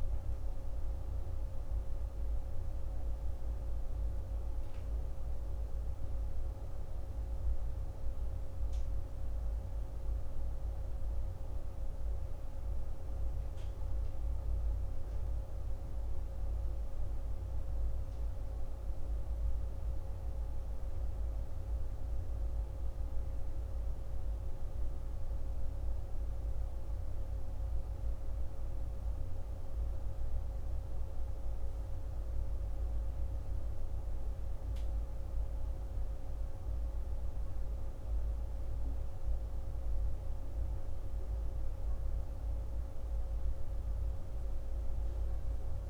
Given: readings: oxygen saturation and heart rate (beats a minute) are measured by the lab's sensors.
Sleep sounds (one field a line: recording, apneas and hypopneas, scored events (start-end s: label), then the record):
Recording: a person awake in a sleep study, hard to hear, by a room microphone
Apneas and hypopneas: none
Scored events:
none scored
From the record:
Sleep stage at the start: awake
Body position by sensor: on the back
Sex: male